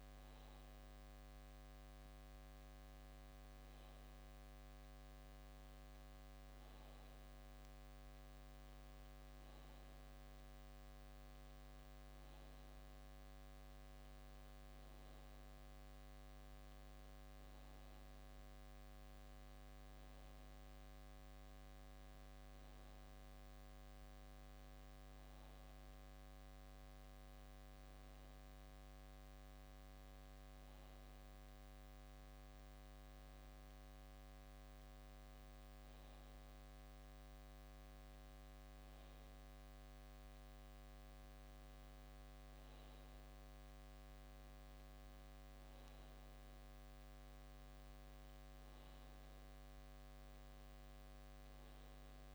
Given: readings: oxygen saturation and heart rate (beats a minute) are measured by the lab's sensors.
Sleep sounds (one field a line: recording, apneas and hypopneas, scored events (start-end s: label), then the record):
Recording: breathing in sleep, hard to hear, by a microphone on the trachea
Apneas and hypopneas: none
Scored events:
none scored
From the record:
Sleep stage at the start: N2 (light sleep)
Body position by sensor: on the back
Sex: male